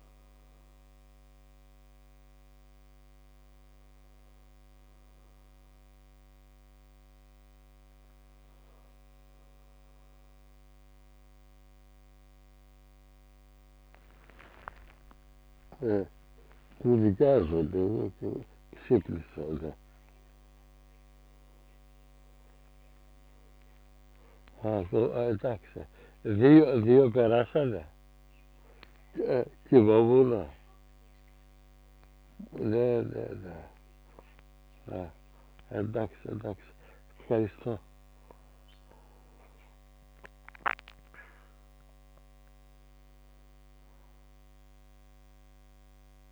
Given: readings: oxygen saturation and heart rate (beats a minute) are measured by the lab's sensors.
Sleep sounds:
a person awake in a sleep study, by a microphone on the trachea; none
19.00-25.00 s: snoring (device-marked)
29.50-36.00 s: snoring (device-marked)
From the record:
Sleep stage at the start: awake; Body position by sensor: on the back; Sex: male

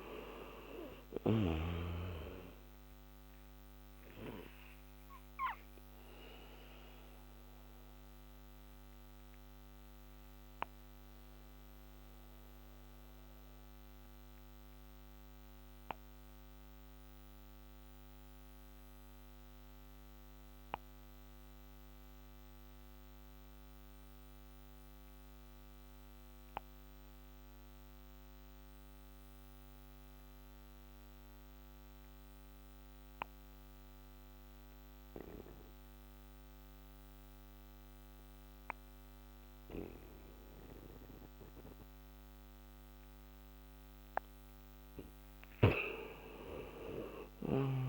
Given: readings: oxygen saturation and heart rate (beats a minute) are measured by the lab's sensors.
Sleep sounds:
breathing in sleep by a microphone on the trachea; 1
2.00-29.00 s: oxygen desaturation (device-marked, oxygen 96% before, 85% lowest, heart rate 63 before, 54 extreme)
4.00-42.50 s: obstructive apnea (oxygen 97% before, 84% lowest, heart rate 63 before, 45 extreme, up 9 after)
46.50-47.88 s: arousal
From the record:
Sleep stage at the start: N2 (light sleep); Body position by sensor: on the back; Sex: male

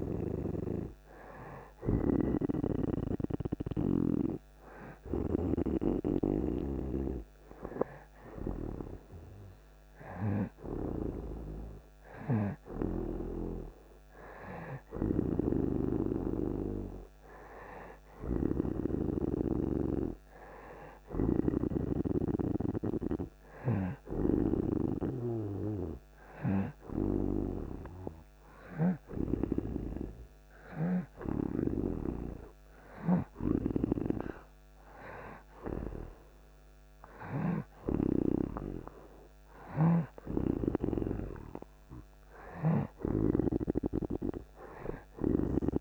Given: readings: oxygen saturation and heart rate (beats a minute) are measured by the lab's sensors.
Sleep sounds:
breathing in sleep by a microphone on the trachea; none
12.50-16.50 s: arousal
15.50-19.50 s: snoring (device-marked)
28.50-33.50 s: snoring (device-marked)
31.50-45.81 s: oxygen desaturation (device-marked, oxygen 93% before, 88% lowest)
39.50-43.00 s: snoring (device-marked)
From the record:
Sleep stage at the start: REM sleep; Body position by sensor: on the right side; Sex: male

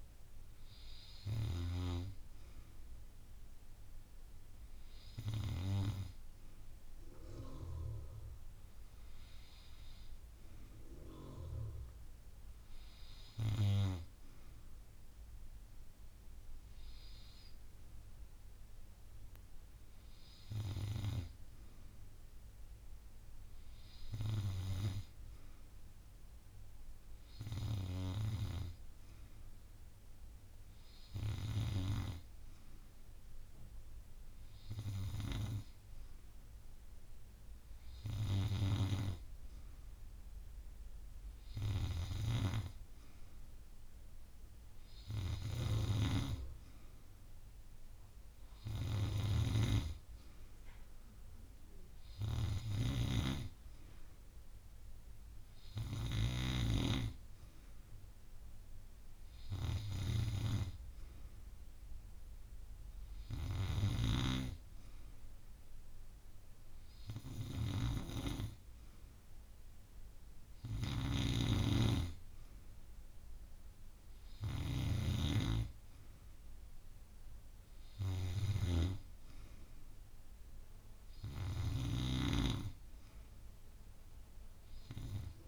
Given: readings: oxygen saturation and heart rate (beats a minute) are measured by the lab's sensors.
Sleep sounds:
breathing in sleep by a room microphone; none
41.50-56.00 s: snoring (device-marked)
63.00-85.48 s: snoring (device-marked)
From the record:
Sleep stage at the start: N2 (light sleep); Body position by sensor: on the back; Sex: female

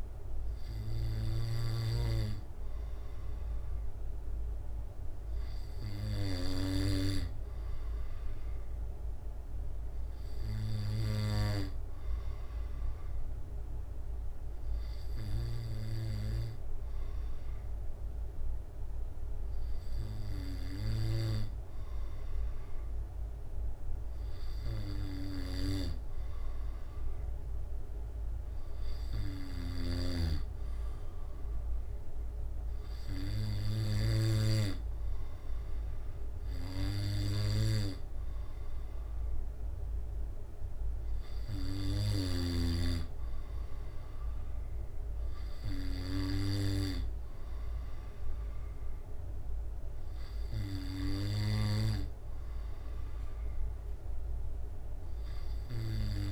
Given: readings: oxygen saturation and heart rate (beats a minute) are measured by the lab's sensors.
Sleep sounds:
breathing in sleep by a room microphone; none
none scored
From the record:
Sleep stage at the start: N2 (light sleep); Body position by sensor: on the back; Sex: male

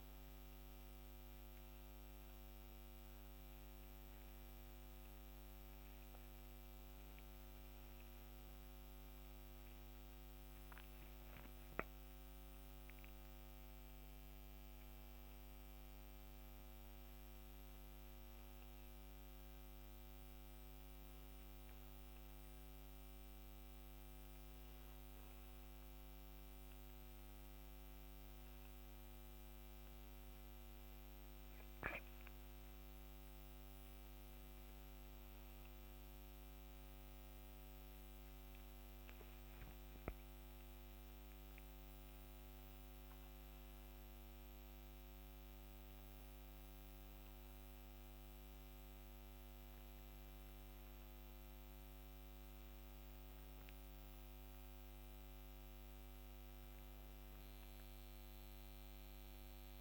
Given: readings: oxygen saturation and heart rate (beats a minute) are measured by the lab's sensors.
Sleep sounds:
breathing in sleep, hard to hear, by a microphone on the trachea; none
29.00-59.81 s: new sleep stage, N2 (light sleep)
From the record:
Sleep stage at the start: N1 (lightest sleep); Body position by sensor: on the back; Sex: female

